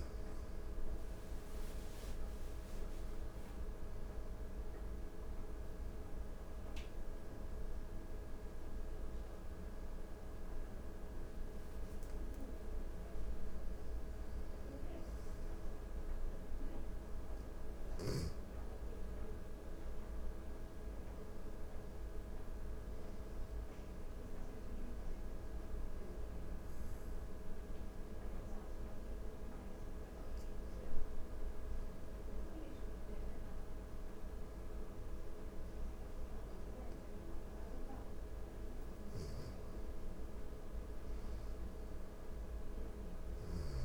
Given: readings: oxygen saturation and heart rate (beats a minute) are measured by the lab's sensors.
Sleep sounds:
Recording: breathing in sleep, hard to hear, by a room microphone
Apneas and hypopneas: 2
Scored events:
0.00-1.00 s: arousal
2.50-14.50 s: obstructive apnea (oxygen 96% before, 85% lowest, heart rate 80 before, 78 extreme, up 0 after)
8.00-18.00 s: oxygen desaturation (device-marked, oxygen 96% before, 91% lowest, heart rate 80 before, 78 extreme)
17.50-21.00 s: arousal
24.50-37.50 s: obstructive apnea (oxygen 96% before, 85% lowest, heart rate 80 before, 78 extreme, up 1 after)
25.00-38.00 s: oxygen desaturation (device-marked, oxygen 95% before, 90% lowest, heart rate 80 before, 78 extreme)
39.00-41.50 s: arousal
From the record:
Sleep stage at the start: N2 (light sleep)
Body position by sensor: on the back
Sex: female

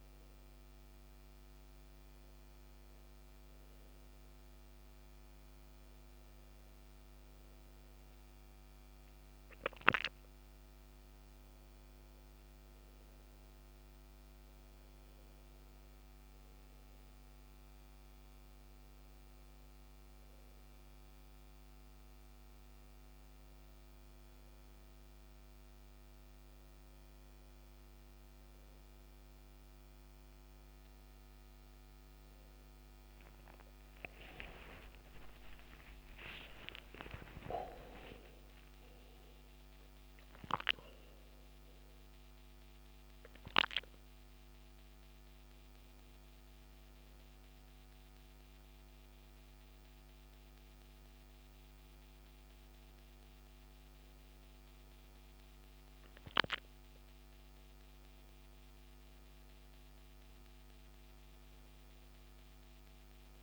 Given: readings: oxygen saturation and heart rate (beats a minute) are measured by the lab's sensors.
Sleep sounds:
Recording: a person partly awake in a sleep study, by a microphone on the trachea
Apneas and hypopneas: none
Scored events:
28.50-58.50 s: new sleep stage, awake
58.50-63.43 s: new sleep stage, N1 (lightest sleep)
From the record:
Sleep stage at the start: N1 (lightest sleep)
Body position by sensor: on the back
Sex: male

